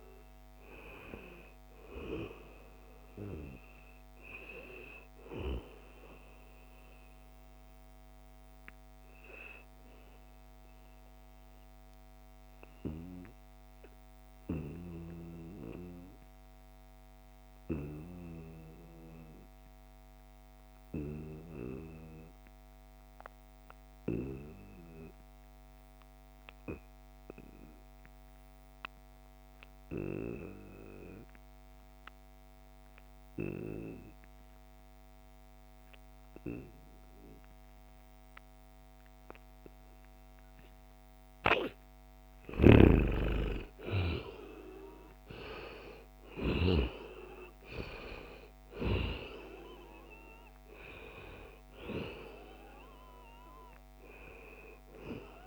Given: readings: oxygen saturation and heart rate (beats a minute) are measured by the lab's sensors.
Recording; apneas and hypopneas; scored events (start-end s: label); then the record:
breathing in sleep by a microphone on the trachea; 1
0.00-17.50 s: oxygen desaturation (device-marked, oxygen 87% lowest, heart rate 67 extreme)
7.50-41.00 s: obstructive apnea (oxygen 97% before, 87% lowest, heart rate 74 before, 66 extreme, up 7 after)
34.50-55.47 s: oxygen desaturation (device-marked, oxygen 97% before, 87% lowest, heart rate 71 before, 66 extreme)
42.00-46.50 s: snoring (device-marked)
42.50-46.50 s: arousal
From the record:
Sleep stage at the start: N2 (light sleep); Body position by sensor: on the back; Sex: male